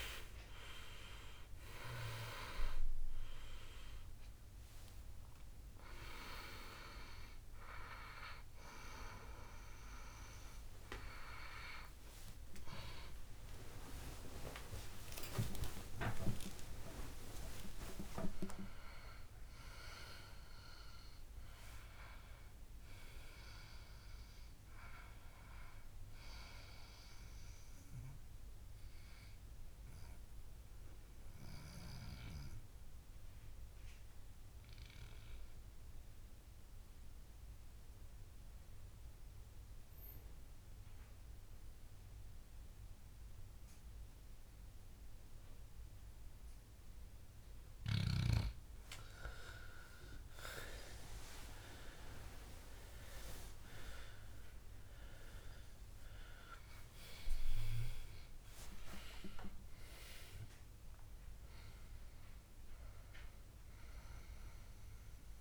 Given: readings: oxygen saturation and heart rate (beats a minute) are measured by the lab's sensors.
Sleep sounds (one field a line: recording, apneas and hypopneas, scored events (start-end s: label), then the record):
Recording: breathing in sleep by a room microphone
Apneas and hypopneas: 1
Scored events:
2.00-31.00 s: oxygen desaturation (device-marked, oxygen 96% before, 92% lowest, heart rate 67 before, 56 extreme)
14.50-18.50 s: arousal
29.00-48.50 s: obstructive apnea (oxygen 98% before, 94% lowest, heart rate 78 before, 56 extreme, up 23 after)
54.00-65.41 s: oxygen desaturation (device-marked, oxygen 98% before, 94% lowest, heart rate 60 before, 65 extreme)
61.00-65.41 s: new sleep stage, awake
From the record:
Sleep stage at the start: N2 (light sleep)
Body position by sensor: on the back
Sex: male